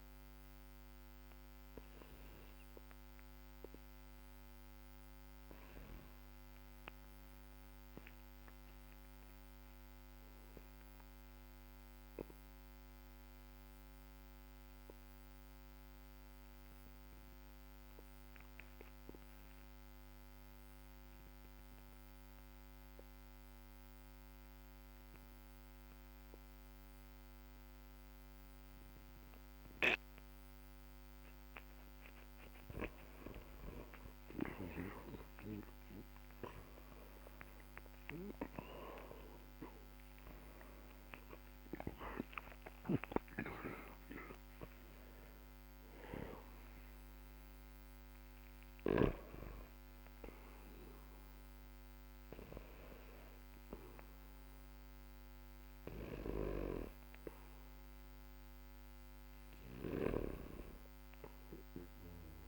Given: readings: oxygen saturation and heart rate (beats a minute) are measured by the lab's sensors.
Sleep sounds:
breathing in sleep by a microphone on the trachea; 1
0.00-11.50 s: oxygen desaturation (device-marked, oxygen 89% lowest, heart rate 48 extreme)
0.50-30.00 s: obstructive apnea (oxygen 98% before, 89% lowest, heart rate 54 before, 52 extreme, up 14 after)
32.00-34.50 s: arousal
35.50-62.48 s: oxygen desaturation (device-marked, oxygen 99% before, 92% lowest, heart rate 57 before, 45 extreme)
59.50-62.48 s: snoring (device-marked)
60.00-62.00 s: arousal
From the record:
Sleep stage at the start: N2 (light sleep); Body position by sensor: on the back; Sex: male

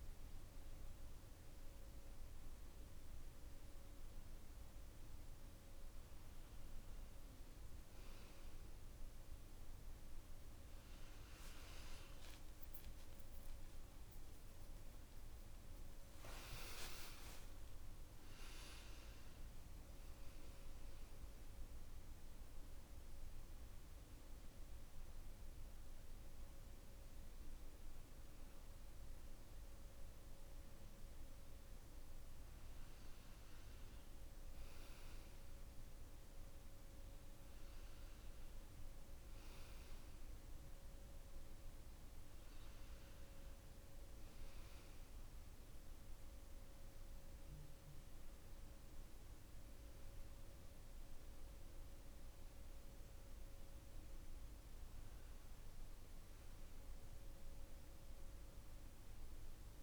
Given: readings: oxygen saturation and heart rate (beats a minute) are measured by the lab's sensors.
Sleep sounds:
a person awake in a sleep study, hard to hear, by a room microphone; none
none scored
From the record:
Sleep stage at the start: awake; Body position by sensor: on the back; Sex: male

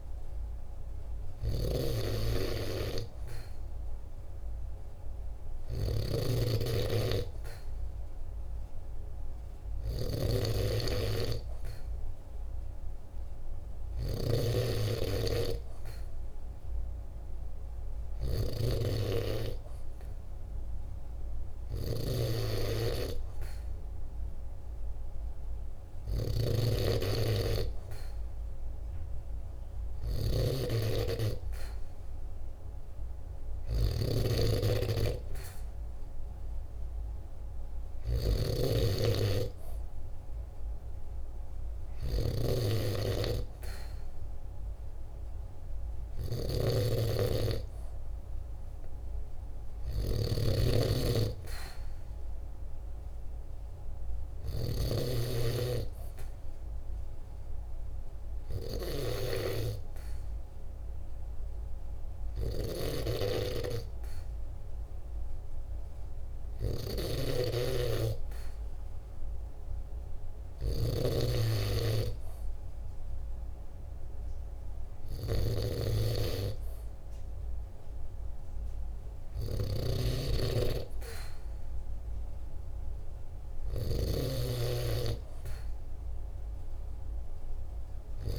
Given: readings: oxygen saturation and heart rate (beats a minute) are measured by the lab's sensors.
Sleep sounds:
breathing in sleep by a room microphone; none
0.00-54.50 s: snoring (device-marked)
62.00-88.39 s: snoring (device-marked)
From the record:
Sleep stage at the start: N2 (light sleep); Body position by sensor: on the right side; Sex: male

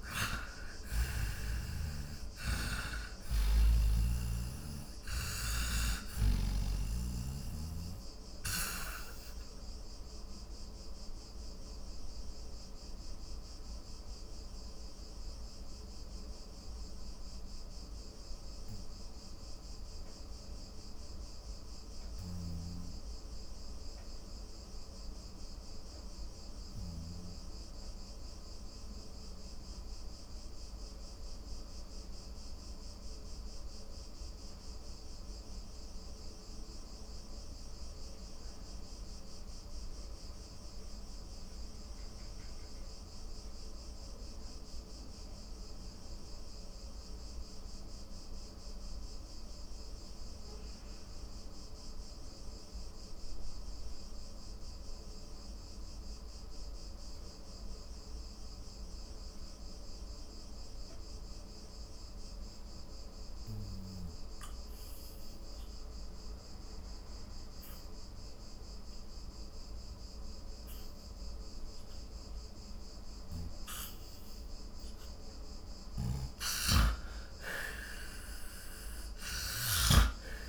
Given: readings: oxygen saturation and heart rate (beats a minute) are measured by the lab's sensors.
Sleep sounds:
breathing in sleep by a room microphone; 1
0.00-1.50 s: snoring (device-marked)
0.00-38.50 s: oxygen desaturation (device-marked, oxygen 81% lowest, heart rate 41 extreme)
3.50-7.00 s: snoring (device-marked)
8.00-75.00 s: obstructive apnea (oxygen 97% before, 81% lowest, heart rate 67 before, 41 extreme, up 18 after)
67.50-80.49 s: oxygen desaturation (device-marked, oxygen 98% before, 85% lowest, heart rate 50 before, 43 extreme)
76.00-80.49 s: snoring (device-marked)
77.00-80.49 s: arousal
From the record:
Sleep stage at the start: N2 (light sleep); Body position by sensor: on the back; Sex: male

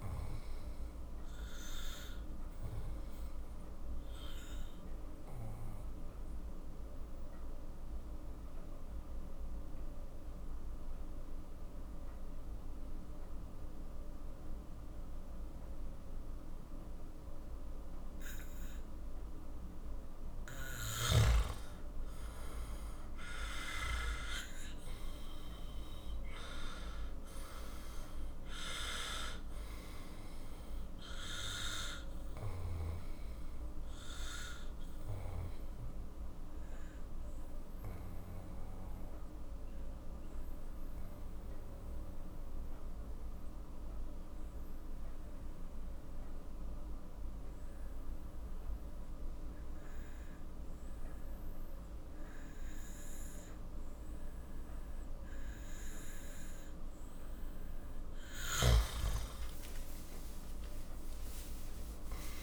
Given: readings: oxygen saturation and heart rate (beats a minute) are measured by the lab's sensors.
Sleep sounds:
breathing in sleep by a room microphone; 2
1.00-21.00 s: obstructive apnea (oxygen 97% before, 91% lowest, heart rate 50 before, 41 extreme, up 15 after)
22.50-26.00 s: arousal
25.00-36.00 s: oxygen desaturation (device-marked, oxygen 96% before, 92% lowest, heart rate 48 before, 41 extreme)
30.50-57.00 s: obstructive apnea (oxygen 96% before, 91% lowest, heart rate 51 before, 41 extreme, up 24 after)
59.50-62.43 s: arousal
From the record:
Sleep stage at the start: N2 (light sleep); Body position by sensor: on the back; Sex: male

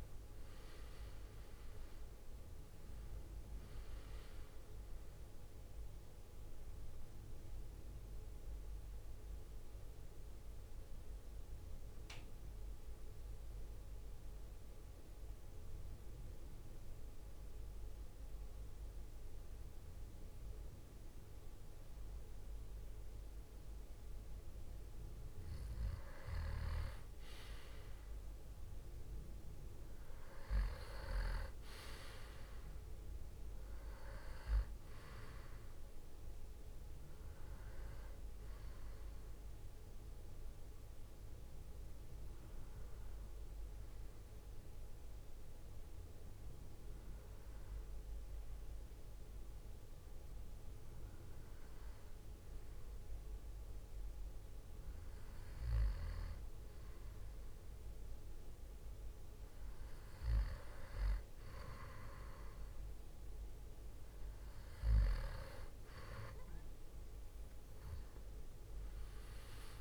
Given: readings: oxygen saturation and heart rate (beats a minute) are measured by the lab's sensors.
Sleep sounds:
breathing in sleep by a room microphone; 2
0.00-8.50 s: drop in pulse transit time (device-marked, heart rate 59 extreme)
0.00-16.50 s: oxygen desaturation (device-marked, oxygen 93% lowest, heart rate 53 extreme)
8.50-25.50 s: obstructive apnea (oxygen 97% before, 93% lowest, heart rate 65 before, 53 extreme, up 9 after)
27.50-30.50 s: arousal
31.50-46.50 s: oxygen desaturation (device-marked, oxygen 98% before, 93% lowest, heart rate 58 before, 56 extreme)
40.50-57.50 s: hypopnea (oxygen 98% before, 90% lowest, heart rate 62 before, 56 extreme, up 6 after)
From the record:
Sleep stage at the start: N2 (light sleep); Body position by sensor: on the back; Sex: male

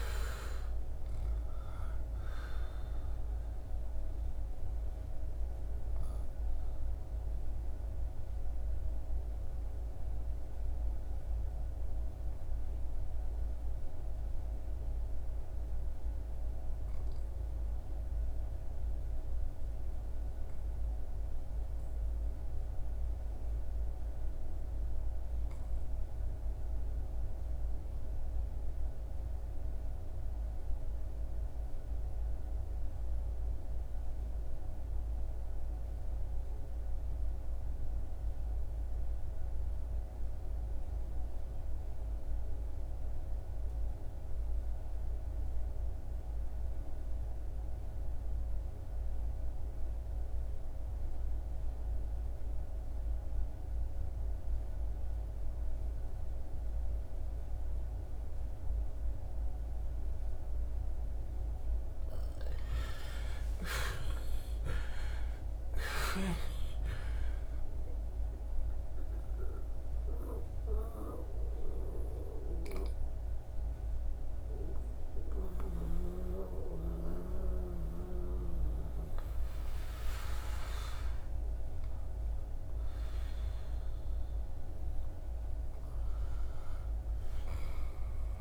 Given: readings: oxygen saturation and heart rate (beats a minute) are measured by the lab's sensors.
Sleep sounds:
breathing in sleep by a room microphone; 2
0.00-15.00 s: oxygen desaturation (device-marked, oxygen 80% lowest, heart rate 67 extreme)
1.00-60.00 s: obstructive apnea (oxygen 96% before, 68% lowest, heart rate 77 before, 63 extreme, up 18 after)
26.00-88.00 s: oxygen desaturation (device-marked, oxygen 100% before, 68% lowest, heart rate 82 before, 63 extreme)
61.50-65.50 s: arousal
68.00-83.50 s: mixed apnea (oxygen 91% before, 68% lowest, heart rate 67 before, 77 extreme, up 12 after)
71.50-75.00 s: snoring (device-marked)
85.00-88.41 s: arousal
From the record:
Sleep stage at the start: REM sleep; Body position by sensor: on the back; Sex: male

